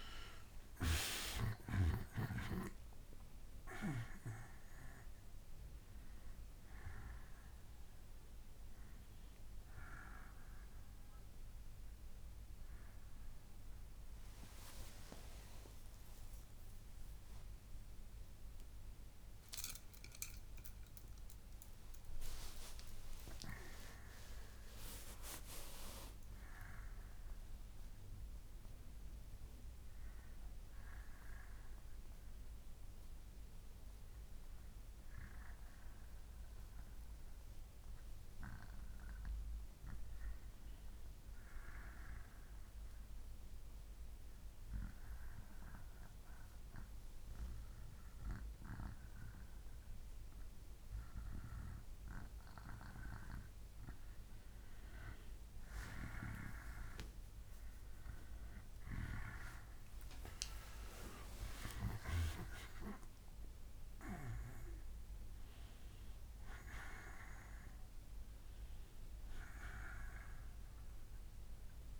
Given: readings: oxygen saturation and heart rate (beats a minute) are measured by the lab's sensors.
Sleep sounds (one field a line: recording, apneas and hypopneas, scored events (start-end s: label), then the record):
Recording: breathing in sleep by a room microphone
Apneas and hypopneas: 1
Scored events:
0.00-5.00 s: oxygen desaturation (device-marked, oxygen 91% lowest, heart rate 57 extreme)
24.50-28.00 s: arousal
30.00-32.00 s: bradycardia (device-marked, heart rate 68 before, 59 extreme)
40.50-53.00 s: obstructive apnea (oxygen 97% before, 91% lowest, heart rate 63 before, 57 extreme, up 17 after)
45.00-72.00 s: oxygen desaturation (device-marked, oxygen 97% before, 91% lowest, heart rate 63 before, 57 extreme)
48.00-53.00 s: bradycardia (device-marked, heart rate 68 before, 57 extreme)
57.00-60.00 s: arousal
From the record:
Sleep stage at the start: N2 (light sleep)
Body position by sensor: on the back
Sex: male